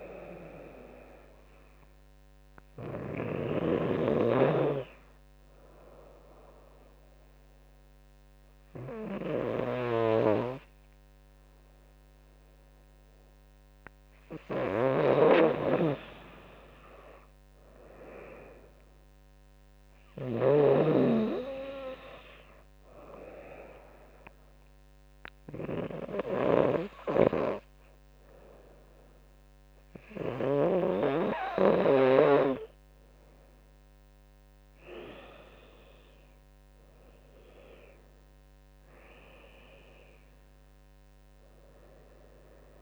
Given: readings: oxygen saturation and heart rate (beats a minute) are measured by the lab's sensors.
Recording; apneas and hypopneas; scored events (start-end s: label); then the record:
breathing in sleep by a microphone on the trachea; 2
0.00-5.00 s: drop in pulse transit time (device-marked, heart rate 74 extreme)
0.00-12.00 s: oxygen desaturation (device-marked, oxygen 92% lowest, heart rate 71 extreme)
5.00-15.50 s: obstructive apnea (oxygen 97% before, 93% lowest, heart rate 77 before, 71 extreme, up 9 after)
9.50-20.50 s: snoring (device-marked)
17.00-20.00 s: arousal
17.00-26.00 s: drop in pulse transit time (device-marked, heart rate 76 before, 77 extreme)
23.50-34.50 s: obstructive apnea (oxygen 97% before, 92% lowest, heart rate 75 before, 68 extreme, up 11 after)
26.50-31.00 s: snoring (device-marked)
36.00-39.50 s: arousal
36.00-42.82 s: drop in pulse transit time (device-marked, heart rate 79 before, 83 extreme)
40.00-42.82 s: oxygen desaturation (device-marked, oxygen 97% before, 94% lowest, heart rate 81 before, 68 extreme)
From the record:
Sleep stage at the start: N2 (light sleep); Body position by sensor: on the right side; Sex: female